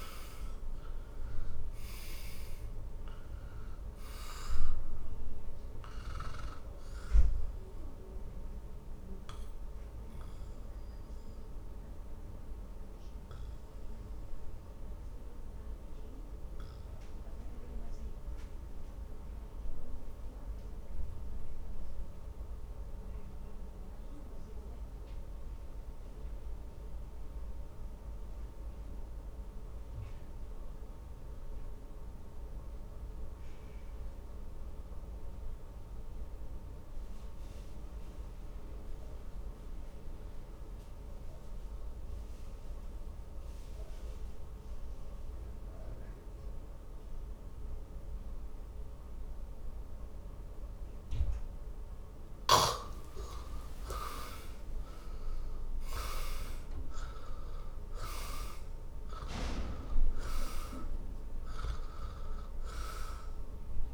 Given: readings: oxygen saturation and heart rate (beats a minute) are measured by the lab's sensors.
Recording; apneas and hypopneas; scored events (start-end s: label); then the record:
breathing in sleep by a room microphone; 1
0.00-15.00 s: oxygen desaturation (device-marked, oxygen 95% lowest, heart rate 46 extreme)
10.50-53.50 s: obstructive apnea (oxygen 99% before, 76% lowest, heart rate 88 before, 46 extreme, up 21 after)
22.00-35.00 s: oxygen desaturation (device-marked, oxygen 97% before, 79% lowest, heart rate 62 before, 47 extreme)
54.50-58.50 s: arousal
55.00-63.94 s: oxygen desaturation (device-marked, oxygen 97% before, 76% lowest, heart rate 49 before, 46 extreme)
From the record:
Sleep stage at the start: N2 (light sleep); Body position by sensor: on the back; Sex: male